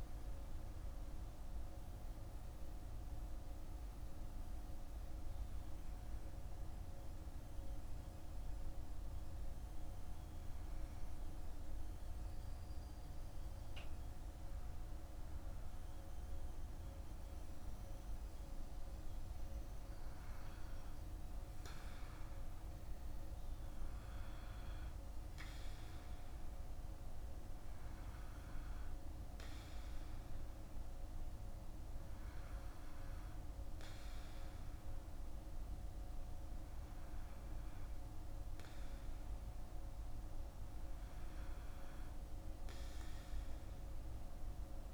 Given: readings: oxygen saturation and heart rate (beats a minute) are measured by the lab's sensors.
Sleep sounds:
breathing in sleep, hard to hear, by a room microphone; none
none scored
From the record:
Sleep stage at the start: N2 (light sleep); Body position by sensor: on the back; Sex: male

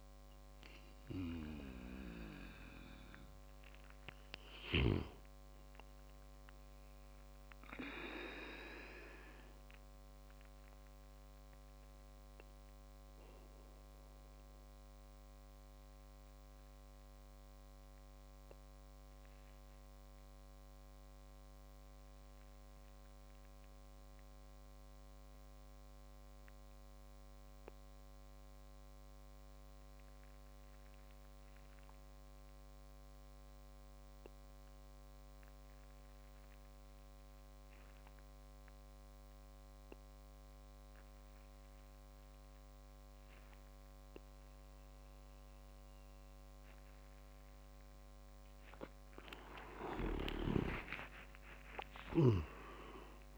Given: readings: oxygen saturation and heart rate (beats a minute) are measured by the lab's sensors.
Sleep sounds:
breathing in sleep by a microphone on the trachea; 1
0.00-9.00 s: oxygen desaturation (device-marked, oxygen 93% lowest)
8.00-46.00 s: mixed apnea (oxygen 98% before, 93% lowest)
41.00-53.38 s: oxygen desaturation (device-marked, oxygen 99% before, 94% lowest)
47.00-53.38 s: tachycardia (device-marked)
49.50-53.38 s: arousal
50.50-51.50 s: leg movement (device-marked)
52.00-53.38 s: leg movement (device-marked)
From the record:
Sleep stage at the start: N2 (light sleep); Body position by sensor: on the back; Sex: male

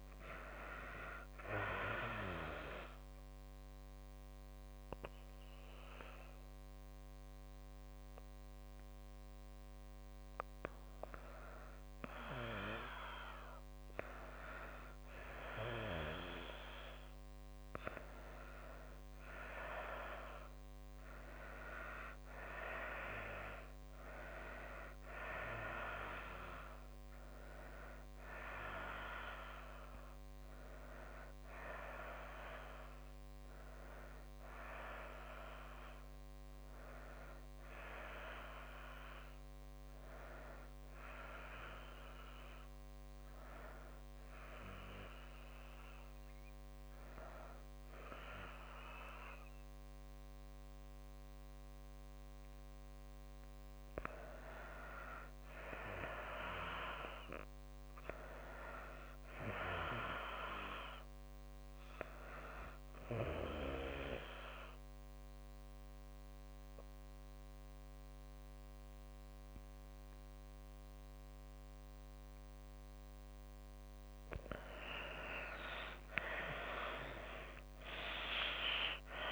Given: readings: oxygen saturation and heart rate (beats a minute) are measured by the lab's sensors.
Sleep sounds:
breathing in sleep by a microphone on the trachea; 3
0.00-19.50 s: oxygen desaturation (device-marked, oxygen 86% lowest)
1.50-12.00 s: obstructive apnea (oxygen 96% before, 86% lowest)
13.50-16.00 s: arousal
14.50-44.50 s: new sleep stage, N1 (lightest sleep)
27.50-38.50 s: oxygen desaturation (device-marked, oxygen 94% before, 90% lowest)
37.00-39.00 s: arousal
41.00-53.00 s: hypopnea (oxygen 94% before, 87% lowest)
44.50-74.50 s: new sleep stage, N2 (light sleep)
55.50-58.50 s: arousal
62.00-74.50 s: obstructive apnea (oxygen 94% before, 87% lowest)
65.50-76.50 s: oxygen desaturation (device-marked, oxygen 94% before, 89% lowest)
74.50-79.32 s: new sleep stage, N1 (lightest sleep)
75.50-79.32 s: arousal
From the record:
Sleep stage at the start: N2 (light sleep); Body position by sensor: on the back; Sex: female

